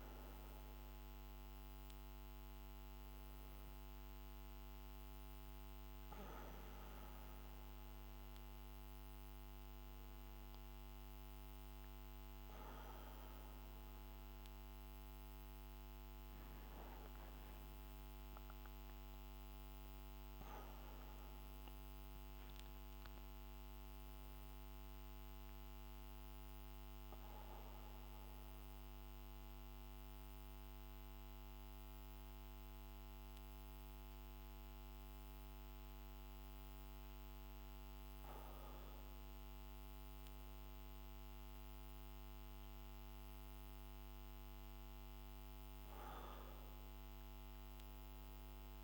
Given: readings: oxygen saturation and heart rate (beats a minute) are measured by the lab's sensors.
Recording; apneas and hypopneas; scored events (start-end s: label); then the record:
a person awake in a sleep study, hard to hear, by a microphone on the trachea; none
none scored
From the record:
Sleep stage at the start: awake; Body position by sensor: upright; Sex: male